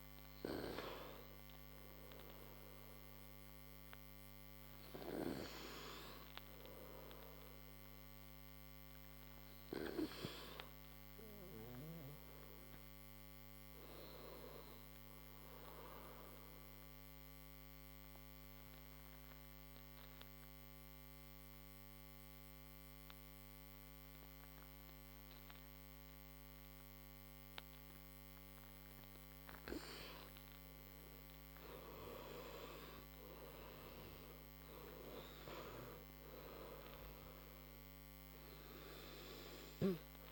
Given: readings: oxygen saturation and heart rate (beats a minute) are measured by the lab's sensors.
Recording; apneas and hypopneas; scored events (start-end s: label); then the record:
breathing in sleep by a microphone on the trachea; 1
9.50-12.50 s: arousal
16.00-30.50 s: mixed apnea (oxygen 100% before, 93% lowest, heart rate 68 before, 64 extreme, up 28 after)
36.00-40.32 s: oxygen desaturation (device-marked, oxygen 98% before, 93% lowest, heart rate 71 before, 66 extreme)
36.50-39.50 s: arousal
From the record:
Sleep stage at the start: N2 (light sleep); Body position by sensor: on the right side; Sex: male